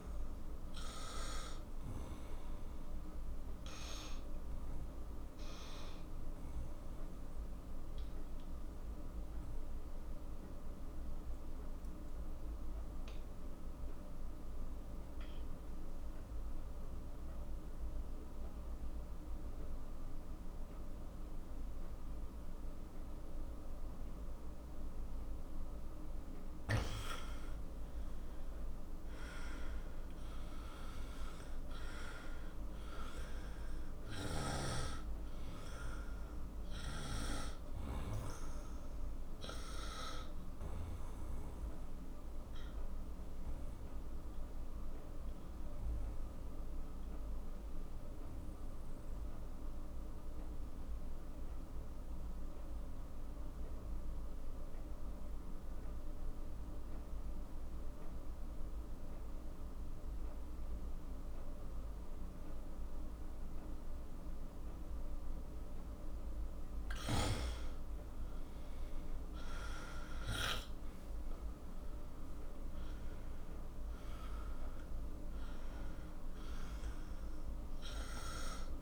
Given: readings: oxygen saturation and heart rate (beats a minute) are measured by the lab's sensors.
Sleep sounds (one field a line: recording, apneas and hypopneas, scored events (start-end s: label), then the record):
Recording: breathing in sleep by a room microphone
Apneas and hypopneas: 2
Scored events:
0.00-12.50 s: oxygen desaturation (device-marked, oxygen 91% lowest, heart rate 44 extreme)
3.50-26.00 s: obstructive apnea (oxygen 98% before, 91% lowest, heart rate 54 before, 41 extreme, up 15 after)
26.50-30.50 s: arousal
27.50-53.50 s: oxygen desaturation (device-marked, oxygen 97% before, 91% lowest, heart rate 49 before, 41 extreme)
40.50-65.50 s: obstructive apnea (oxygen 97% before, 91% lowest, heart rate 55 before, 39 extreme, up 11 after)
66.50-78.82 s: oxygen desaturation (device-marked, oxygen 98% before, 91% lowest, heart rate 48 before, 39 extreme)
68.00-72.50 s: arousal
From the record:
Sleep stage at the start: N2 (light sleep)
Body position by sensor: on the right side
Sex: male